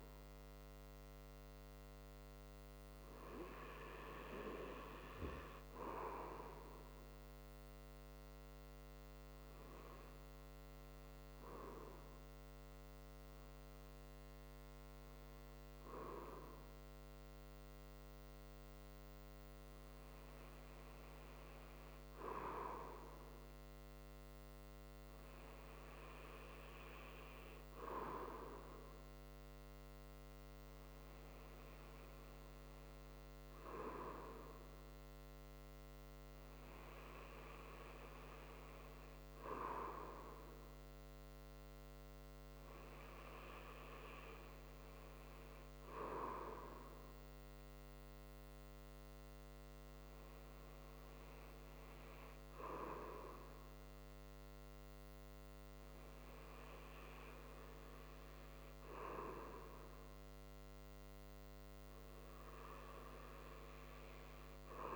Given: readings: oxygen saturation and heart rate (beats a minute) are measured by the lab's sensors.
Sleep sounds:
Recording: breathing in sleep by a microphone on the trachea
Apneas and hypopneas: none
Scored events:
32.00-64.96 s: new sleep stage, REM sleep
From the record:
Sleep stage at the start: N2 (light sleep)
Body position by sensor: on the right side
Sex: male

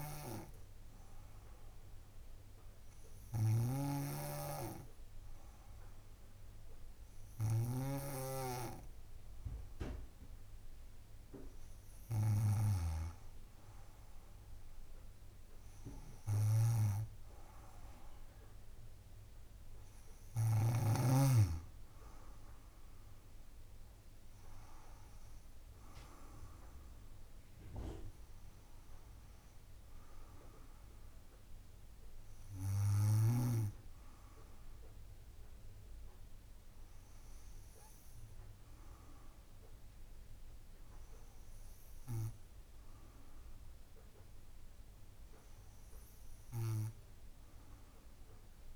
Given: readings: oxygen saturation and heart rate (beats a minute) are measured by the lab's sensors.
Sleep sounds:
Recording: breathing in sleep by a room microphone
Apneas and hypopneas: none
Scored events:
0.00-13.00 s: snoring (device-marked)
17.00-39.00 s: drop in pulse transit time (device-marked, heart rate 62 before, 57 extreme)
From the record:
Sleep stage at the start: N2 (light sleep)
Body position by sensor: on the back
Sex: female

